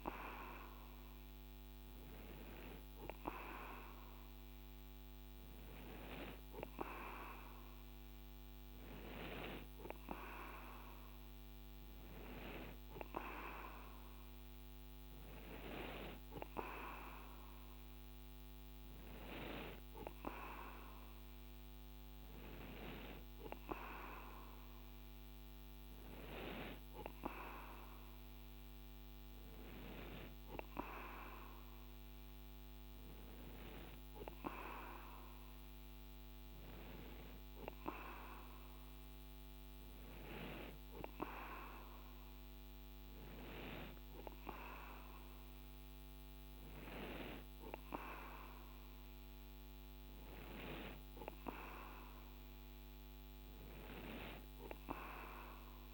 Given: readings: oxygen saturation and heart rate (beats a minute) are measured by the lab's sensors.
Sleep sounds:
breathing in sleep by a microphone on the trachea; none
none scored
From the record:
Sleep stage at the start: N2 (light sleep); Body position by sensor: on the right side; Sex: male

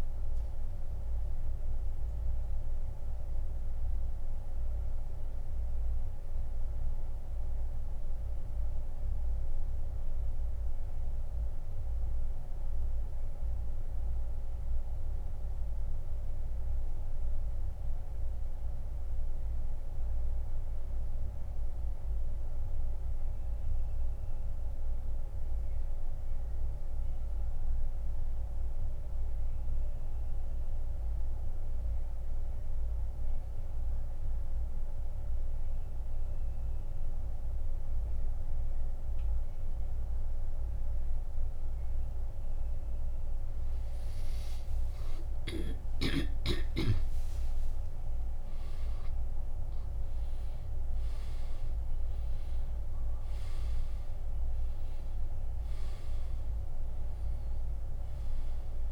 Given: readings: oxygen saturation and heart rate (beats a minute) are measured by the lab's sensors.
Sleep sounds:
breathing in sleep, hard to hear, by a room microphone; 1
0.00-31.50 s: oxygen desaturation (device-marked, oxygen 85% lowest, heart rate 66 extreme)
4.50-42.50 s: mixed apnea (oxygen 96% before, 83% lowest, heart rate 88 before, 66 extreme, up 38 after)
44.00-47.50 s: arousal
55.50-58.92 s: new sleep stage, N1 (lightest sleep)
From the record:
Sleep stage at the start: N2 (light sleep); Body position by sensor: on the back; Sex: male

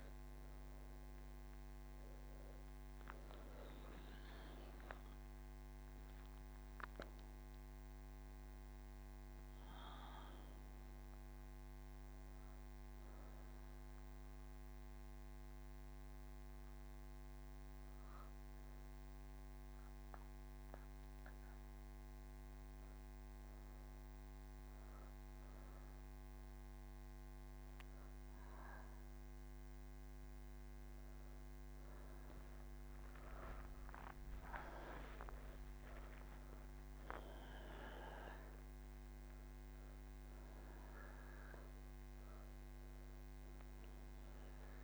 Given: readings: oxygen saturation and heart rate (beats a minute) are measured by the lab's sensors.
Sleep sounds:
breathing in sleep by a microphone on the trachea; 1
14.50-30.50 s: obstructive apnea (oxygen 99% before, 93% lowest)
From the record:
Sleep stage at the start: N1 (lightest sleep); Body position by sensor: on the back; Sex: female

